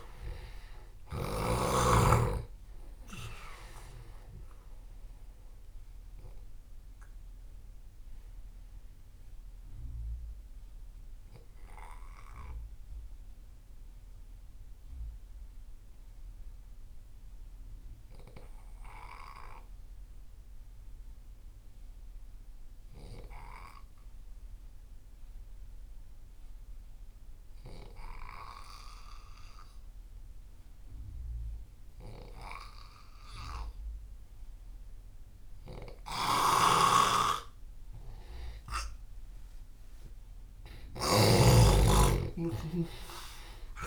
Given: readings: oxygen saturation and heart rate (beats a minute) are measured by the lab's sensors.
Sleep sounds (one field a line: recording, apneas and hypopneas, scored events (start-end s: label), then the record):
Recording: breathing in sleep by a room microphone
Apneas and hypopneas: 1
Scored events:
0.00-17.50 s: oxygen desaturation (device-marked, oxygen 90% lowest)
5.00-37.50 s: mixed apnea (oxygen 98% before, 87% lowest)
34.50-43.87 s: oxygen desaturation (device-marked, oxygen 98% before, 87% lowest)
36.00-43.87 s: snoring (device-marked)
40.50-43.87 s: arousal
From the record:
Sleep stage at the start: N2 (light sleep)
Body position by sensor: on the left side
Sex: male